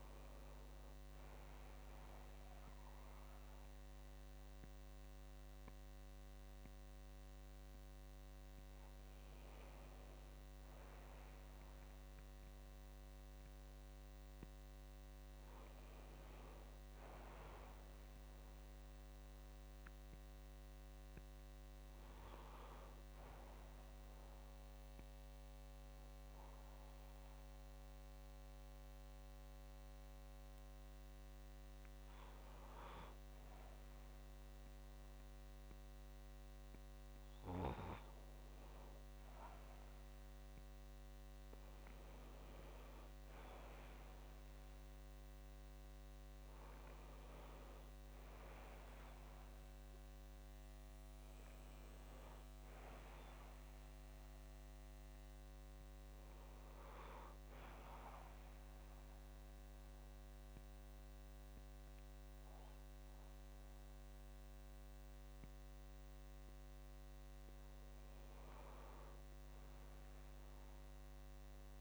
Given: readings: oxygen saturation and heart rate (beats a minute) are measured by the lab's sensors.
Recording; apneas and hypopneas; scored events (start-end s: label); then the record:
breathing in sleep, hard to hear, by a microphone on the trachea; 1
26.50-37.50 s: hypopnea (oxygen 96% before, 93% lowest, heart rate 62 before, 61 extreme, up 1 after)
40.50-44.00 s: arousal
From the record:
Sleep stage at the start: N2 (light sleep); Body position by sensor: on the back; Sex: male